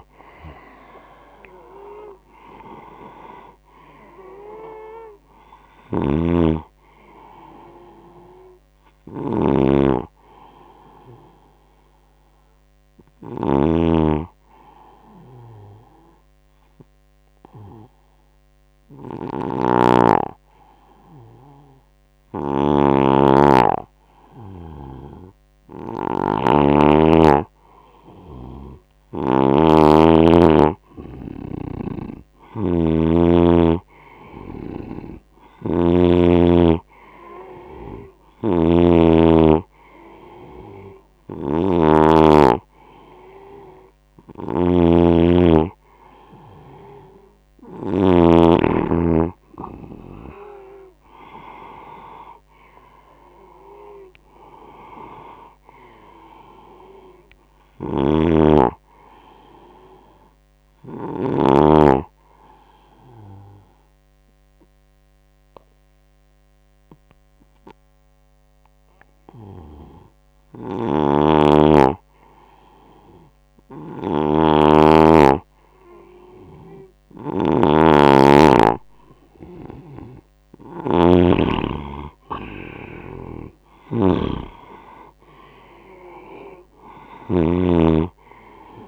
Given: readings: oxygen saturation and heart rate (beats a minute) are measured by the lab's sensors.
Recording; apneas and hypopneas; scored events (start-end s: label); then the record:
breathing in sleep by a microphone on the trachea; 2
0.00-1.50 s: arousal
0.00-19.00 s: oxygen desaturation (device-marked, oxygen 92% lowest, heart rate 70 extreme)
5.50-29.00 s: snoring (device-marked)
14.50-25.00 s: hypopnea (oxygen 97% before, 93% lowest, heart rate 76 before, 71 extreme, up 12 after)
27.00-30.50 s: arousal
31.00-48.00 s: snoring (device-marked)
36.00-50.00 s: oxygen desaturation (device-marked, oxygen 98% before, 93% lowest, heart rate 79 before, 67 extreme)
53.50-57.00 s: arousal
57.50-61.00 s: snoring (device-marked)
61.00-71.00 s: obstructive apnea (oxygen 97% before, 90% lowest, heart rate 83 before, 71 extreme, up 11 after)
70.00-88.88 s: snoring (device-marked)
72.50-75.00 s: arousal
80.00-88.88 s: oxygen desaturation (device-marked, oxygen 97% before, 92% lowest, heart rate 74 before, 66 extreme)
From the record:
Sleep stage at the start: N2 (light sleep); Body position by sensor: on the right side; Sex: male